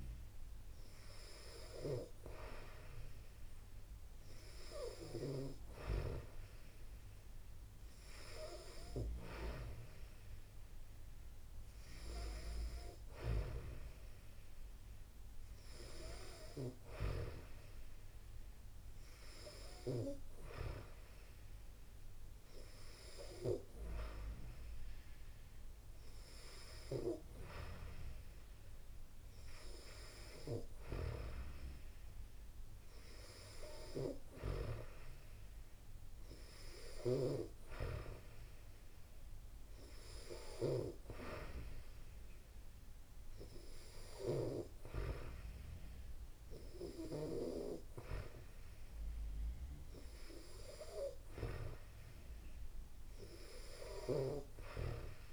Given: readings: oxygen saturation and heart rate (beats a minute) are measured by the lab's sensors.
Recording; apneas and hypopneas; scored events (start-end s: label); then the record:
breathing in sleep by a room microphone; none
none scored
From the record:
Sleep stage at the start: N2 (light sleep); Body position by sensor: on the back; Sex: female